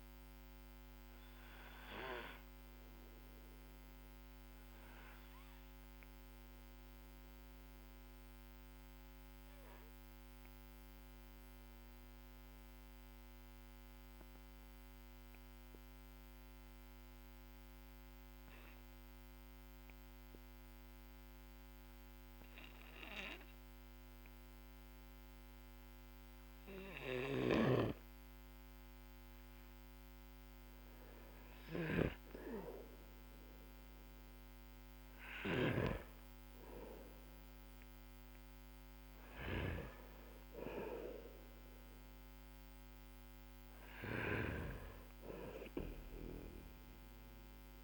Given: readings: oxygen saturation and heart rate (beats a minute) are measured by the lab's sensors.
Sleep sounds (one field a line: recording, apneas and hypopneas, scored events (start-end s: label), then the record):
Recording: breathing in sleep by a microphone on the trachea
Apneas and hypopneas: 1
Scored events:
0.00-12.50 s: oxygen desaturation (device-marked, oxygen 95% lowest, heart rate 45 extreme)
5.50-32.00 s: obstructive apnea (oxygen 99% before, 93% lowest, heart rate 56 before, 45 extreme, up 27 after)
27.00-35.50 s: snoring (device-marked)
34.00-39.00 s: arousal
39.50-47.84 s: oxygen desaturation (device-marked, oxygen 98% before, 93% lowest, heart rate 59 before, 45 extreme)
From the record:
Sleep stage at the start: N2 (light sleep)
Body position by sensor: on the back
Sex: male